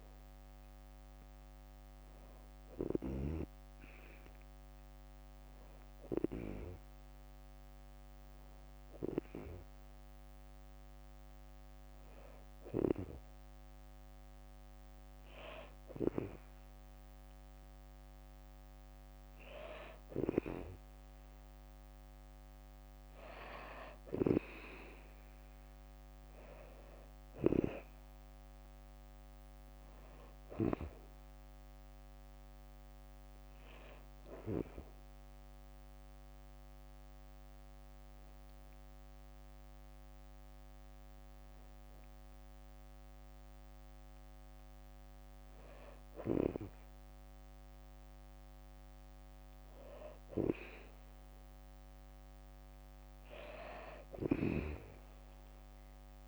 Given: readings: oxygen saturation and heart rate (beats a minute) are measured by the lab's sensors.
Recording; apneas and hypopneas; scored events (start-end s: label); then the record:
breathing in sleep by a microphone on the trachea; 1
21.00-43.00 s: oxygen desaturation (device-marked, oxygen 96% before, 93% lowest, heart rate 66 before, 61 extreme)
24.00-28.50 s: arousal
35.50-46.50 s: hypopnea (oxygen 97% before, 93% lowest, heart rate 68 before, 61 extreme, up 7 after)
48.50-51.00 s: arousal
From the record:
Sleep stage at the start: N2 (light sleep); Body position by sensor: on the back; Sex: female